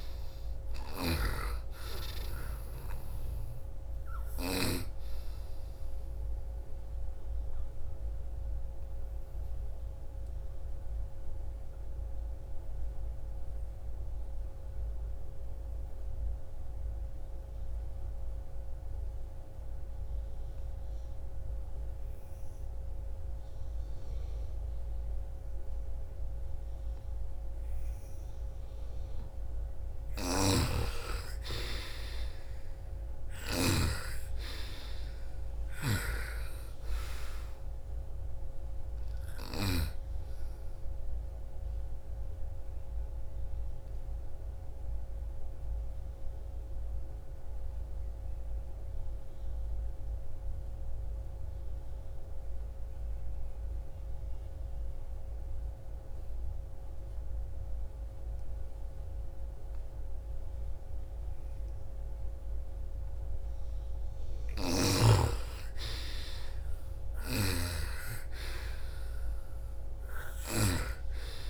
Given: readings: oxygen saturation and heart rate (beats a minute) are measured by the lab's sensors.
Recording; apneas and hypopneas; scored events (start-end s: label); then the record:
breathing in sleep by a room microphone; 2
0.00-4.00 s: snoring (device-marked)
0.00-16.00 s: oxygen desaturation (device-marked, oxygen 85% lowest, heart rate 49 extreme)
6.50-28.00 s: obstructive apnea (oxygen 98% before, 83% lowest, heart rate 64 before, 49 extreme, up 18 after)
24.00-53.00 s: oxygen desaturation (device-marked, oxygen 98% before, 84% lowest, heart rate 59 before, 53 extreme)
29.50-33.00 s: snoring (device-marked)
30.00-34.00 s: arousal
35.00-39.00 s: snoring (device-marked)
40.50-63.50 s: obstructive apnea (oxygen 98% before, 83% lowest, heart rate 61 before, 53 extreme, up 24 after)
61.00-71.50 s: oxygen desaturation (device-marked, oxygen 99% before, 83% lowest, heart rate 60 before, 47 extreme)
63.50-70.00 s: snoring (device-marked)
65.00-68.50 s: arousal
From the record:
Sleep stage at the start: N2 (light sleep); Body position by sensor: on the right side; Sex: female